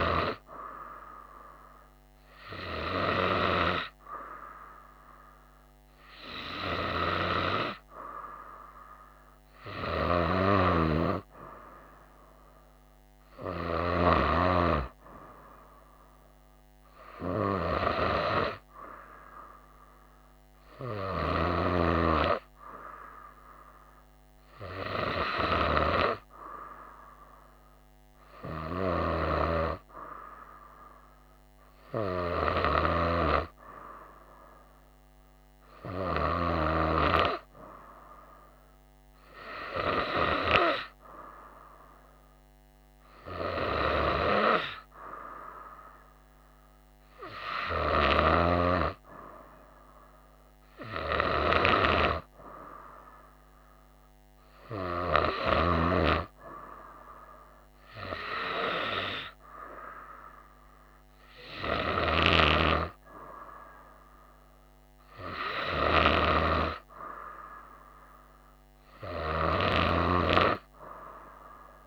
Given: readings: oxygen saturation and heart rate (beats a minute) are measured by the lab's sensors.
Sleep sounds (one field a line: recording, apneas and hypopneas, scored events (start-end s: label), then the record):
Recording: breathing in sleep by a microphone on the trachea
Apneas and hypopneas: none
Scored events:
none scored
From the record:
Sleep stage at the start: N2 (light sleep)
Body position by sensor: on the right side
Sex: female